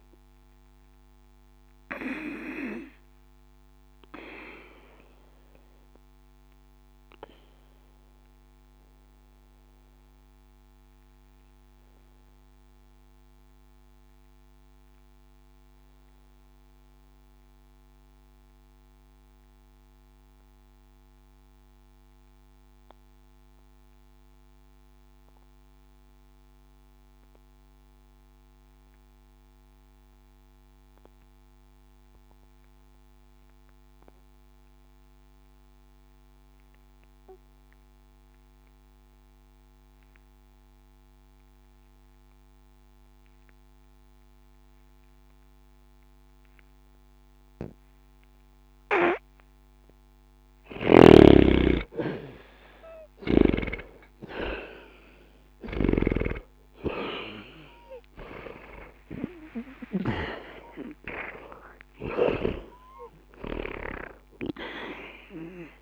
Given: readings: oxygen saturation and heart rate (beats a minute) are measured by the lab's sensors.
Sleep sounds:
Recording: breathing in sleep by a microphone on the trachea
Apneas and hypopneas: 1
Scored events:
0.00-23.00 s: oxygen desaturation (device-marked, oxygen 79% lowest, heart rate 60 extreme)
1.50-52.00 s: obstructive apnea (oxygen 97% before, 76% lowest, heart rate 77 before, 60 extreme, up 0 after)
44.00-65.82 s: oxygen desaturation (device-marked, oxygen 98% before, 76% lowest, heart rate 62 before, 60 extreme)
55.00-59.00 s: arousal
From the record:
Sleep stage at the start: N2 (light sleep)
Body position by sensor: on the back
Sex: male

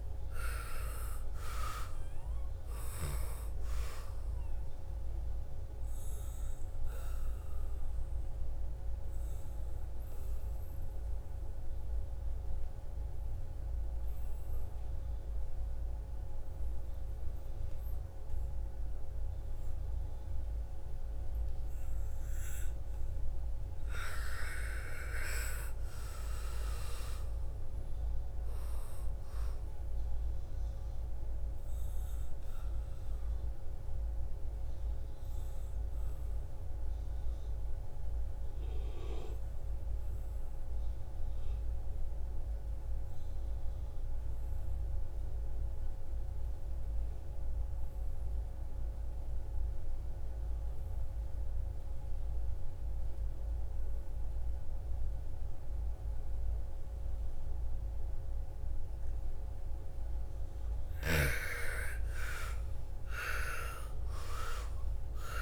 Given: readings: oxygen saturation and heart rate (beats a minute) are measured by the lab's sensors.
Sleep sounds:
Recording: breathing in sleep by a room microphone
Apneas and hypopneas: 2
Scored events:
0.00-2.00 s: arousal
0.00-19.00 s: oxygen desaturation (device-marked, oxygen 85% lowest, heart rate 55 extreme)
6.00-21.50 s: obstructive apnea (oxygen 97% before, 78% lowest, heart rate 59 before, 55 extreme, up 10 after)
23.00-27.00 s: arousal
27.00-46.00 s: oxygen desaturation (device-marked, oxygen 99% before, 90% lowest, heart rate 60 before, 55 extreme)
31.50-59.50 s: obstructive apnea (oxygen 99% before, 78% lowest, heart rate 61 before, 55 extreme, up 16 after)
51.00-65.42 s: oxygen desaturation (device-marked, oxygen 99% before, 78% lowest, heart rate 59 before, 56 extreme)
61.00-64.50 s: arousal
From the record:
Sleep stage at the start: N2 (light sleep)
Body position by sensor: on the back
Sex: female

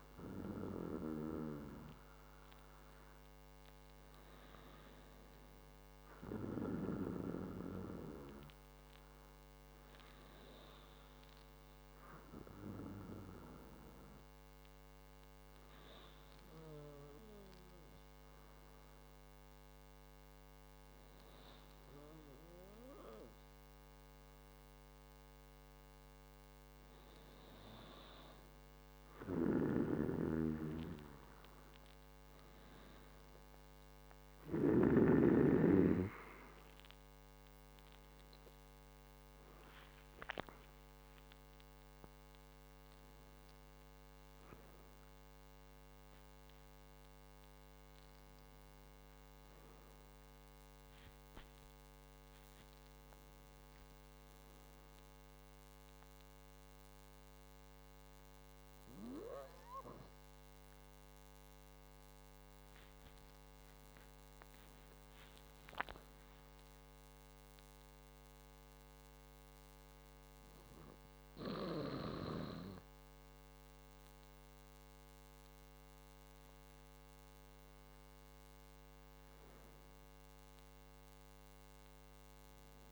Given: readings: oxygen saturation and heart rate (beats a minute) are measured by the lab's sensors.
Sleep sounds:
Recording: breathing in sleep by a microphone on the trachea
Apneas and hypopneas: 1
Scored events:
12.50-26.50 s: hypopnea (oxygen 97% before, 95% lowest, heart rate 48 before, 46 extreme, up 2 after)
40.00-45.50 s: arousal
54.50-82.92 s: new sleep stage, N1 (lightest sleep)
From the record:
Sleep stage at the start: N2 (light sleep)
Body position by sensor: on the back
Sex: male

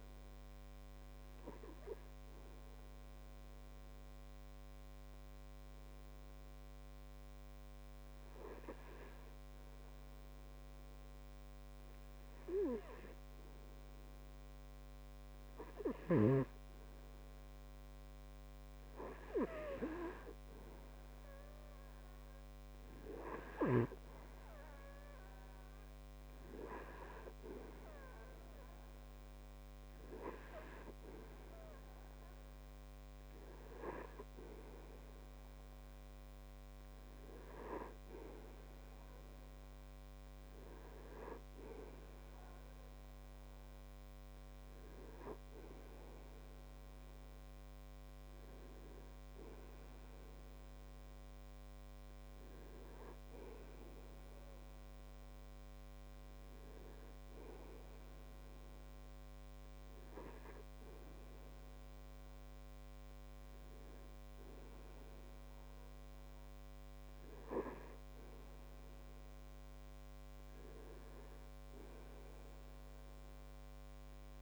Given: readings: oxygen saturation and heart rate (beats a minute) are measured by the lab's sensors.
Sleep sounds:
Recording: breathing in sleep by a microphone on the trachea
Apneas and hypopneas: none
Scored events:
none scored
From the record:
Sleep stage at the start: N2 (light sleep)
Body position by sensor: on the back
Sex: male

